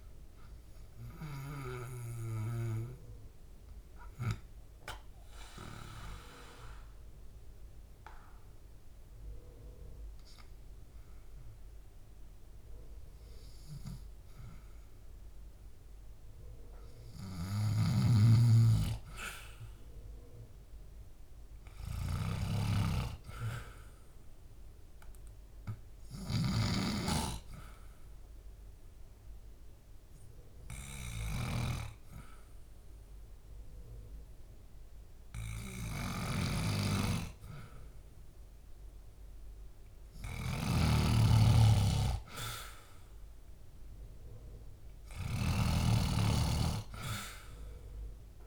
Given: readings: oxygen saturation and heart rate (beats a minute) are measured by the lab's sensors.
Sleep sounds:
breathing in sleep by a room microphone; 2
1.00-13.50 s: obstructive apnea (oxygen 96% before, 91% lowest, heart rate 71 before, 68 extreme, up 0 after)
11.50-23.50 s: oxygen desaturation (device-marked, oxygen 98% before, 91% lowest, heart rate 75 before, 67 extreme)
17.50-22.50 s: snoring (device-marked)
18.00-21.00 s: arousal
28.00-40.00 s: mixed apnea (oxygen 98% before, 92% lowest, heart rate 73 before, 67 extreme, up 3 after)
28.50-45.50 s: oxygen desaturation (device-marked, oxygen 98% before, 93% lowest, heart rate 73 before, 67 extreme)
40.00-48.46 s: snoring (device-marked)
44.50-48.00 s: arousal
From the record:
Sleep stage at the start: N2 (light sleep); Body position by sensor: on the back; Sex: male

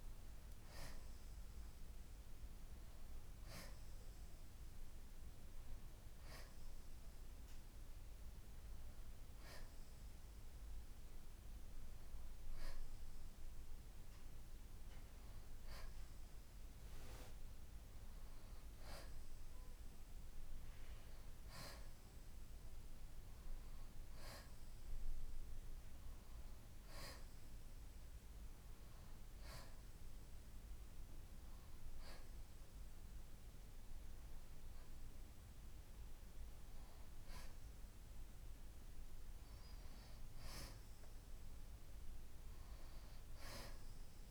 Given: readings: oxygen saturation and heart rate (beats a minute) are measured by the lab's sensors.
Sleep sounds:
breathing in sleep by a room microphone; none
42.50-44.31 s: arousal
From the record:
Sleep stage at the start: N2 (light sleep); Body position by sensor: on the back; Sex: male

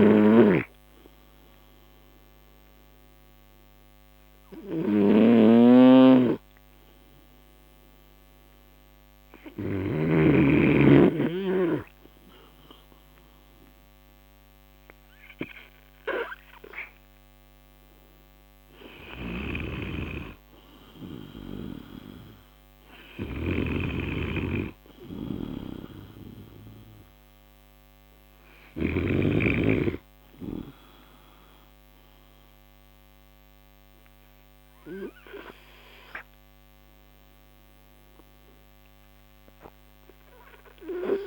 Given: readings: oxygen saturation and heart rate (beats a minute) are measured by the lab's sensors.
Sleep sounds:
breathing in sleep by a microphone on the trachea; none
none scored
From the record:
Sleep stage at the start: N3 (deep sleep); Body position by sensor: on the right side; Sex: male

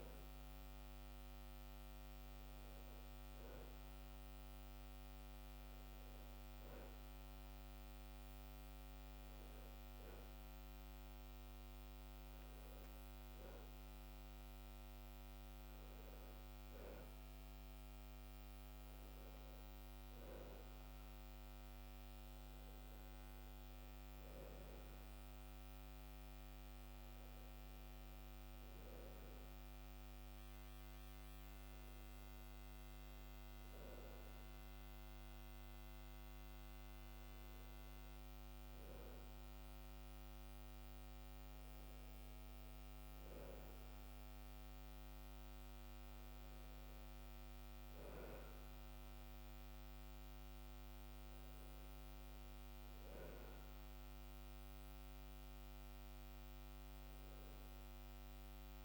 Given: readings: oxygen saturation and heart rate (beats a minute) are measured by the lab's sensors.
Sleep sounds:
a person awake in a sleep study, hard to hear, by a microphone on the trachea; none
none scored
From the record:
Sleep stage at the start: awake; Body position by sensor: on the back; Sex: male

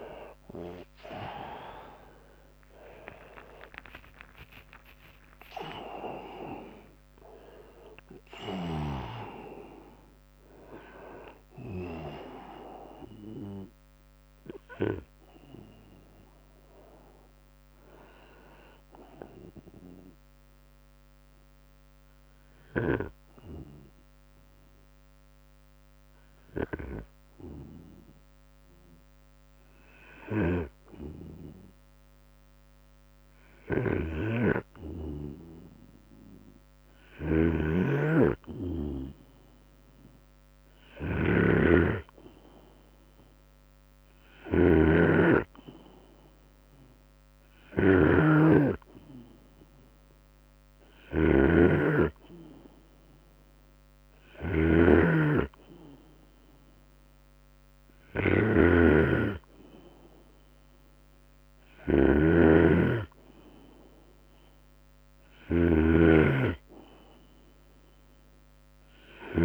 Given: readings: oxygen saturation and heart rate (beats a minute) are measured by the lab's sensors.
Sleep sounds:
breathing in sleep by a microphone on the trachea; 1
1.00-3.00 s: long interval between heartbeats (device-marked, heart rate 73 before, 66 extreme)
1.00-13.00 s: drop in pulse transit time (device-marked, heart rate 73 before, 66 extreme)
4.00-15.00 s: oxygen desaturation (device-marked, oxygen 100% before, 96% lowest, heart rate 72 before, 66 extreme)
18.00-29.00 s: hypopnea (oxygen 100% before, 95% lowest, heart rate 76 before, 66 extreme, up 12 after)
21.00-23.00 s: long interval between heartbeats (device-marked, heart rate 77 before, 70 extreme)
27.50-29.50 s: long interval between heartbeats (device-marked, heart rate 76 before, 67 extreme)
30.50-34.50 s: arousal
32.50-69.45 s: snoring (device-marked)
34.50-36.50 s: long interval between heartbeats (device-marked, heart rate 72 before, 77 extreme)
62.00-69.45 s: drop in pulse transit time (device-marked, heart rate 71 before, 76 extreme)
From the record:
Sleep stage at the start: N2 (light sleep); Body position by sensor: on the right side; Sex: male

